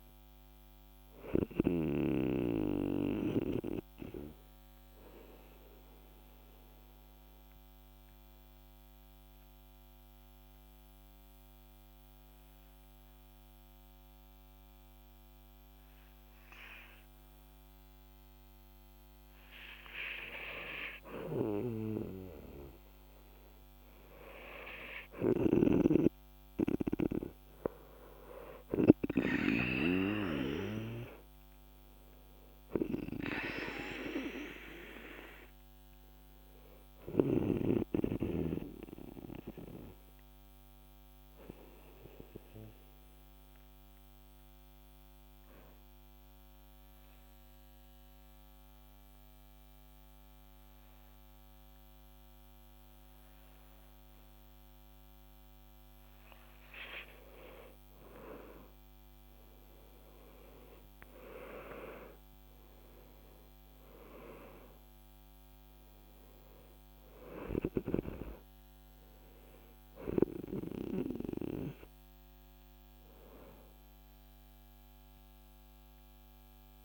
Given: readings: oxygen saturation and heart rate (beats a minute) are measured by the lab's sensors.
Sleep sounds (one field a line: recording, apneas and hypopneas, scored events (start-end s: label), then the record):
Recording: breathing in sleep by a microphone on the trachea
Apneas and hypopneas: 2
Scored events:
4.00-19.00 s: mixed apnea (oxygen 97% before, 90% lowest, heart rate 54 before, 46 extreme, up 11 after)
17.50-30.50 s: oxygen desaturation (device-marked, oxygen 96% before, 90% lowest, heart rate 48 before, 48 extreme)
27.00-31.00 s: arousal
42.50-56.50 s: central apnea (oxygen 97% before, 91% lowest, heart rate 54 before, 46 extreme, up 17 after)
42.50-76.85 s: new sleep stage, REM sleep
52.50-63.50 s: oxygen desaturation (device-marked, oxygen 96% before, 92% lowest, heart rate 51 before, 46 extreme)
58.50-64.00 s: arousal
From the record:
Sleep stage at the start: N2 (light sleep)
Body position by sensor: on the back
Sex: male